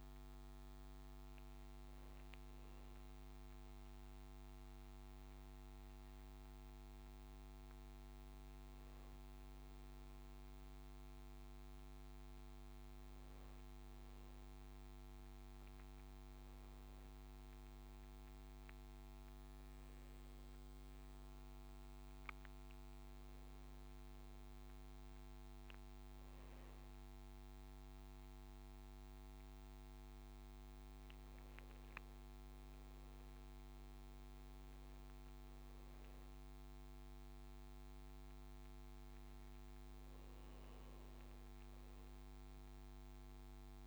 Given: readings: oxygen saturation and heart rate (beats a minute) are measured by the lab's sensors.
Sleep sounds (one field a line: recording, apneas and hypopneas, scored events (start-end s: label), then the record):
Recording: a person awake in a sleep study, hard to hear, by a microphone on the trachea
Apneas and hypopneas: none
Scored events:
0.00-6.50 s: tachycardia (device-marked, heart rate 129 extreme)
7.50-43.87 s: tachycardia (device-marked, heart rate 82 before, 125 extreme)
From the record:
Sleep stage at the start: awake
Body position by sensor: upright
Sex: male